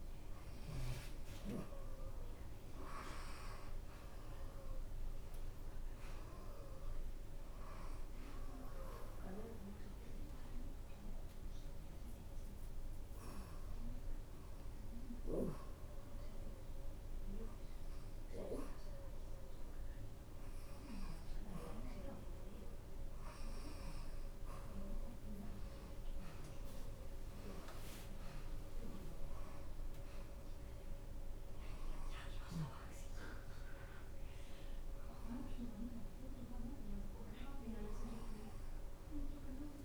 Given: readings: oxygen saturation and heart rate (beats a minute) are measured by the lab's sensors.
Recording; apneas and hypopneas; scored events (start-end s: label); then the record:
breathing in sleep by a room microphone; none
17.00-22.50 s: arousal
26.50-37.50 s: drop in pulse transit time (device-marked, heart rate 98 before, 82 extreme)
From the record:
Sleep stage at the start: N2 (light sleep); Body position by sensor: on the back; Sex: female